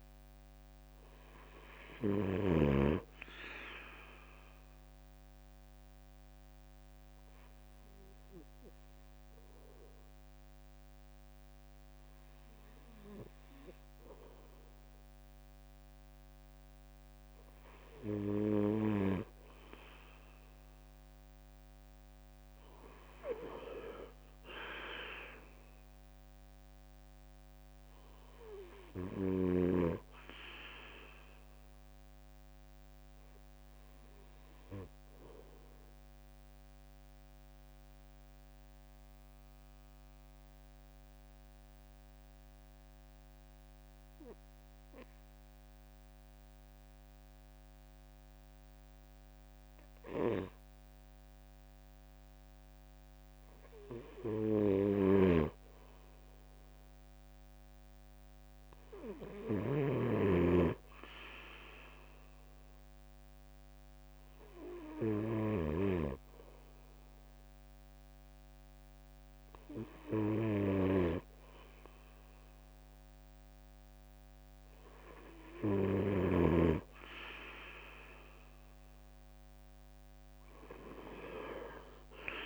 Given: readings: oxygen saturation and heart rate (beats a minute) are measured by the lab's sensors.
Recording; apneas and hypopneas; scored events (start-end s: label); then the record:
breathing in sleep by a microphone on the trachea; 2
0.00-2.50 s: snoring (device-marked)
3.00-14.00 s: obstructive apnea (oxygen 96% before, 90% lowest, heart rate 66 before, 64 extreme, up 5 after)
16.50-21.50 s: arousal
37.00-55.00 s: mixed apnea (oxygen 93% before, 83% lowest, heart rate 69 before, 65 extreme, up 6 after)
55.00-76.00 s: snoring (device-marked)
59.50-63.50 s: arousal
70.00-82.46 s: oxygen desaturation (device-marked, oxygen 94% before, 83% lowest, heart rate 71 before, 65 extreme)
From the record:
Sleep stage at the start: N2 (light sleep); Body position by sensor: on the right side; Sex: male